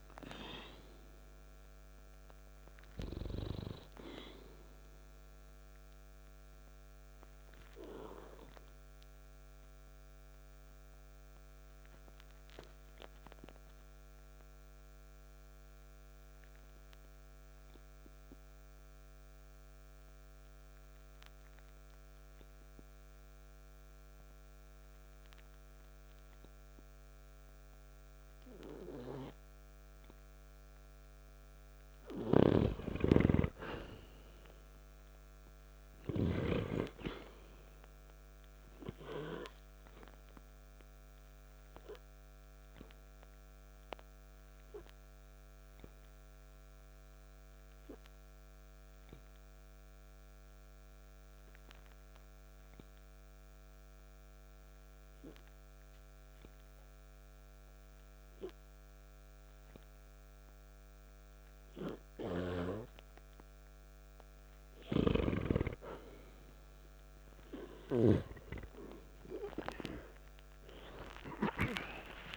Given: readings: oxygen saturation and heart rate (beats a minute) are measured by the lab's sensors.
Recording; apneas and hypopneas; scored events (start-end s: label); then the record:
breathing in sleep by a microphone on the trachea; 2
0.00-25.00 s: oxygen desaturation (device-marked, oxygen 87% lowest, heart rate 54 extreme)
6.00-31.00 s: obstructive apnea (oxygen 97% before, 87% lowest, heart rate 62 before, 54 extreme, up 1 after)
32.00-35.50 s: arousal
37.50-64.50 s: hypopnea (oxygen 98% before, 89% lowest, heart rate 56 before, 53 extreme, up 4 after)
40.00-72.37 s: oxygen desaturation (device-marked, oxygen 98% before, 90% lowest, heart rate 56 before, 53 extreme)
68.00-72.37 s: arousal
68.00-72.37 s: new sleep stage, N1 (lightest sleep)
From the record:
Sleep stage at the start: N2 (light sleep); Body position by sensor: on the back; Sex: male